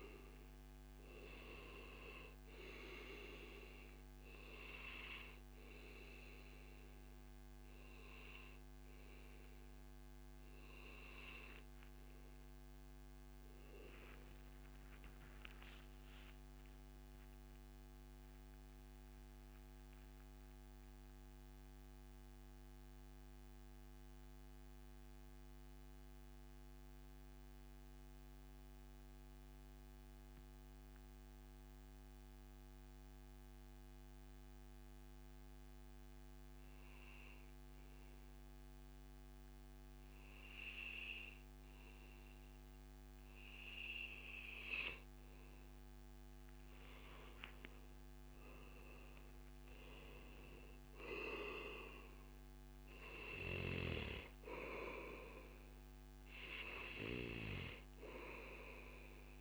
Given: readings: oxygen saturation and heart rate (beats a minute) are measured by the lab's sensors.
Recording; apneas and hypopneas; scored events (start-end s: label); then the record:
breathing in sleep by a microphone on the trachea; 1
0.00-17.00 s: oxygen desaturation (device-marked, oxygen 93% lowest, heart rate 78 extreme)
14.00-16.00 s: long interval between heartbeats (device-marked, heart rate 141 before, 151 extreme)
19.00-45.00 s: mixed apnea (oxygen 97% before, 93% lowest, heart rate 144 before, 78 extreme, up 44 after)
20.00-22.00 s: long interval between heartbeats (device-marked, heart rate 144 before, 133 extreme)
23.00-25.00 s: long interval between heartbeats (device-marked, heart rate 143 before, 114 extreme)
31.00-33.00 s: long interval between heartbeats (device-marked, heart rate 125 before, 82 extreme)
33.50-35.50 s: long interval between heartbeats (device-marked, heart rate 119 before, 91 extreme)
38.00-40.00 s: long interval between heartbeats (device-marked, heart rate 106 before, 98 extreme)
43.00-45.00 s: long interval between heartbeats (device-marked, heart rate 96 before, 96 extreme)
45.00-59.41 s: oxygen desaturation (device-marked, oxygen 98% before, 93% lowest, heart rate 94 before, 101 extreme)
46.00-48.00 s: long interval between heartbeats (device-marked, heart rate 94 before, 108 extreme)
47.00-51.00 s: arousal
From the record:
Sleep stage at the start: N2 (light sleep); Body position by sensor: on the back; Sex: male